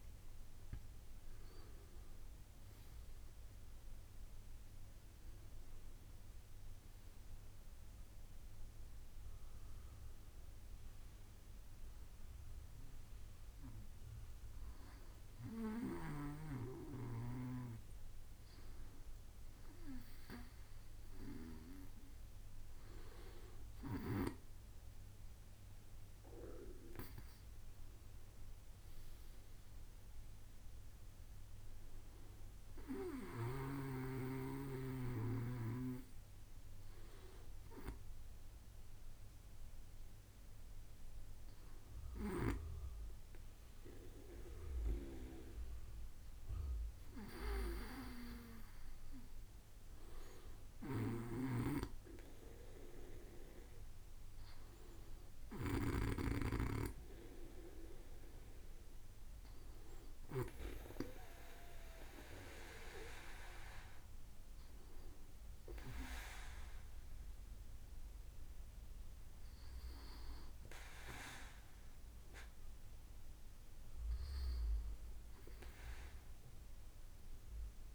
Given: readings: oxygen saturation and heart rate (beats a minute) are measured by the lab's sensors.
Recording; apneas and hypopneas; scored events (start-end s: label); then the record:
breathing in sleep by a room microphone; none
50.50-56.00 s: snoring (device-marked)
From the record:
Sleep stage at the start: N2 (light sleep); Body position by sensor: on the back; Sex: male